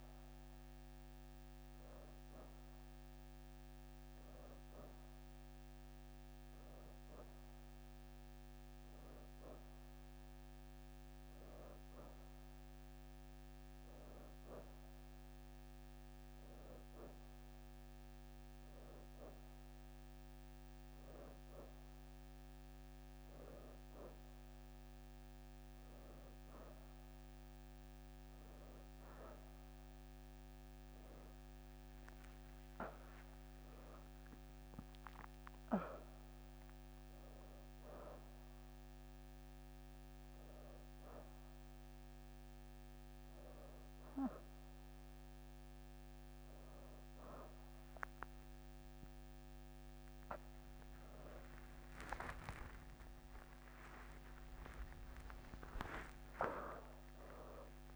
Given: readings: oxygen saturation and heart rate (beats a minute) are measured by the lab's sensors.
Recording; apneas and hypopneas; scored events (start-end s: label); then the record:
a person awake in a sleep study, by a microphone on the trachea; none
55.50-57.96 s: new sleep stage, N1 (lightest sleep)
From the record:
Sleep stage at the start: awake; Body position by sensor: on the right side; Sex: female